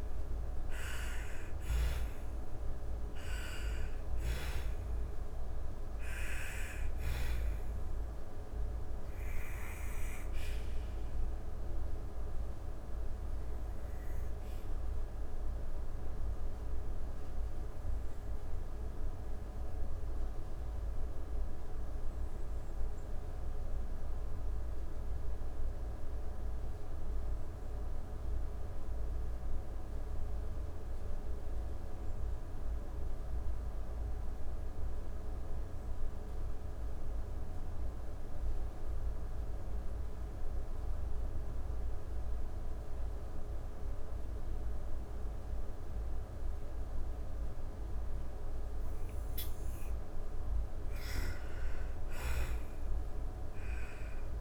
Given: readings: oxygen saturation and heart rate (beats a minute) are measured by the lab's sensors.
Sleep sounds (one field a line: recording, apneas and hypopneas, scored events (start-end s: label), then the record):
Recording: breathing in sleep, hard to hear, by a room microphone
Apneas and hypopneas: 1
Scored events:
0.00-2.50 s: arousal
0.00-24.50 s: oxygen desaturation (device-marked, oxygen 83% lowest)
2.50-6.00 s: snoring (device-marked)
8.50-48.50 s: obstructive apnea (oxygen 99% before, 83% lowest)
41.50-54.41 s: oxygen desaturation (device-marked, oxygen 99% before, 83% lowest)
50.00-54.41 s: arousal
50.50-54.41 s: snoring (device-marked)
From the record:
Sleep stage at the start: N2 (light sleep)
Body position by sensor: on the back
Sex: female